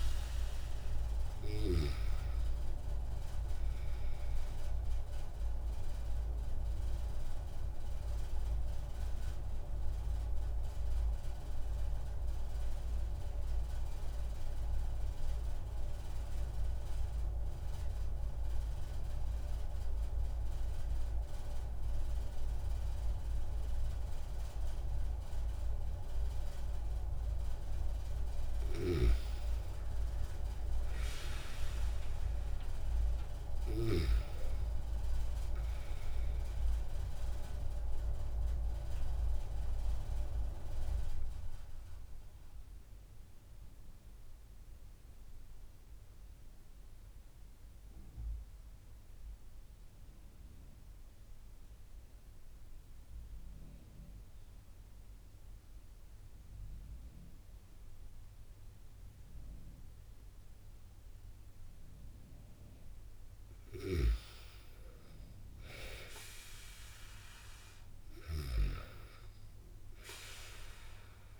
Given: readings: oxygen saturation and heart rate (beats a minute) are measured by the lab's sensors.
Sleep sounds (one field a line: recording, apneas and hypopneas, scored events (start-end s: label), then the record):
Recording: breathing in sleep by a room microphone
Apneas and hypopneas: 2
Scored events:
0.00-17.00 s: oxygen desaturation (device-marked, oxygen 93% lowest)
8.00-27.50 s: obstructive apnea (oxygen 97% before, 91% lowest)
27.00-51.00 s: oxygen desaturation (device-marked, oxygen 97% before, 92% lowest)
29.50-33.50 s: arousal
39.00-63.50 s: obstructive apnea (oxygen 97% before, 91% lowest)
61.00-71.40 s: oxygen desaturation (device-marked, oxygen 98% before, 91% lowest)
65.00-69.00 s: arousal
From the record:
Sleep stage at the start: N2 (light sleep)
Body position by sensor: on the back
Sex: male